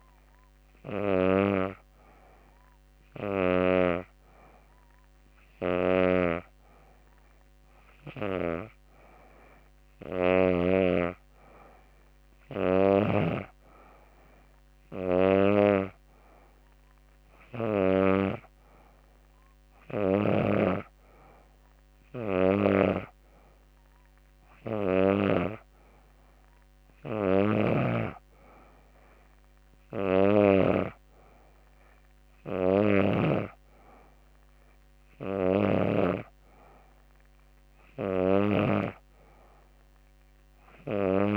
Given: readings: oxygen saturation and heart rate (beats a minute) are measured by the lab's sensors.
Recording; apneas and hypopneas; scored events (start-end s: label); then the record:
breathing in sleep by a microphone on the trachea; none
26.50-32.50 s: snoring (device-marked)
From the record:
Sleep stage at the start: N2 (light sleep); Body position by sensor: on the back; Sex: female